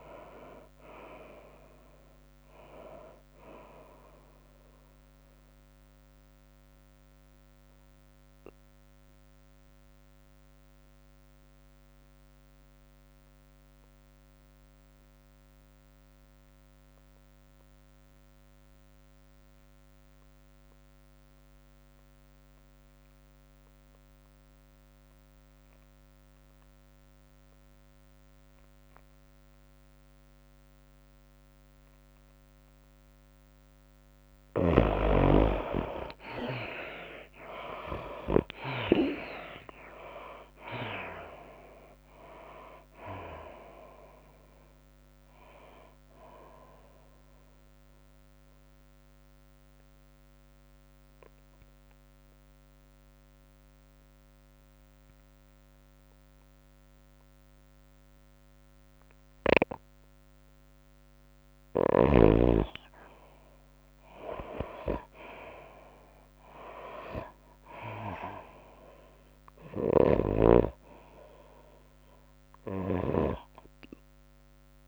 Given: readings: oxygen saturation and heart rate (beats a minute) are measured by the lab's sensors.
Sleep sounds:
breathing in sleep by a microphone on the trachea; 2
0.00-12.50 s: drop in pulse transit time (device-marked, heart rate 97 extreme)
0.00-12.50 s: oxygen desaturation (device-marked, oxygen 70% lowest, heart rate 91 extreme)
0.00-13.50 s: tachycardia (device-marked, heart rate 108 extreme)
5.50-33.00 s: obstructive apnea (oxygen 96% before, 69% lowest, heart rate 98 before, 94 extreme, up 10 after)
21.50-56.50 s: oxygen desaturation (device-marked, oxygen 98% before, 69% lowest, heart rate 103 before, 94 extreme)
35.00-39.00 s: snoring (device-marked)
36.50-56.50 s: tachycardia (device-marked, heart rate 103 before, 110 extreme)
37.00-41.00 s: arousal
37.50-53.50 s: drop in pulse transit time (device-marked, heart rate 95 before, 97 extreme)
48.50-62.00 s: obstructive apnea (oxygen 97% before, 69% lowest, heart rate 100 before, 100 extreme, up 3 after)
59.50-74.88 s: new sleep stage, REM sleep
62.50-74.88 s: tachycardia (device-marked, heart rate 103 before, 105 extreme)
64.50-68.50 s: arousal
65.50-74.88 s: oxygen desaturation (device-marked, oxygen 99% before, 79% lowest, heart rate 104 before, 89 extreme)
70.50-74.00 s: snoring (device-marked)
From the record:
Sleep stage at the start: N2 (light sleep); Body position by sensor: on the back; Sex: female

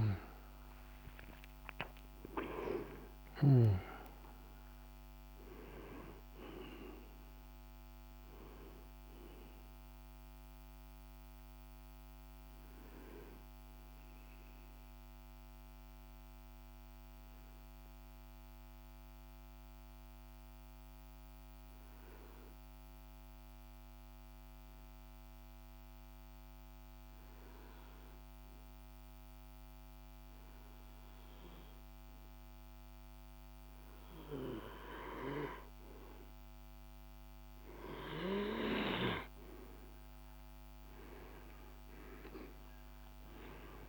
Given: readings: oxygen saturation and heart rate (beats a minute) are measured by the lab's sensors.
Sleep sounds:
breathing in sleep by a microphone on the trachea; 1
0.00-3.00 s: arousal
0.00-3.00 s: snoring (device-marked)
0.00-18.00 s: oxygen desaturation (device-marked, oxygen 92% lowest, heart rate 47 extreme)
13.50-34.50 s: obstructive apnea (oxygen 99% before, 91% lowest, heart rate 63 before, 47 extreme, up 3 after)
36.00-43.89 s: oxygen desaturation (device-marked, oxygen 99% before, 91% lowest, heart rate 50 before, 47 extreme)
40.50-43.89 s: arousal
From the record:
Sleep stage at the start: N2 (light sleep); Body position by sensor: on the back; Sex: male

